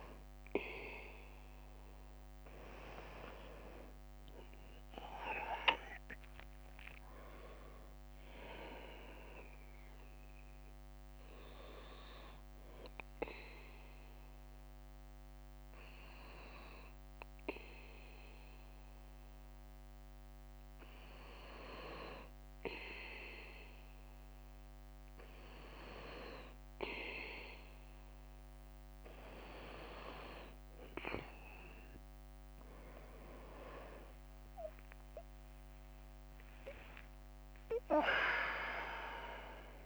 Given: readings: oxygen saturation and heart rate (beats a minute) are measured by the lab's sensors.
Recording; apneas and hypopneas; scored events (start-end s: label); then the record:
breathing in sleep by a microphone on the trachea; 1
10.50-21.50 s: hypopnea (oxygen 96% before, 92% lowest, heart rate 62 before, 57 extreme, up 2 after)
11.50-27.50 s: bradycardia (device-marked, heart rate 65 before, 57 extreme)
31.50-39.85 s: drop in pulse transit time (device-marked, heart rate 59 before, 60 extreme)
33.00-36.50 s: arousal
33.50-36.00 s: leg movement (device-marked)
38.50-39.85 s: leg movement (device-marked)
From the record:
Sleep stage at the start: N2 (light sleep); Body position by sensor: on the right side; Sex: male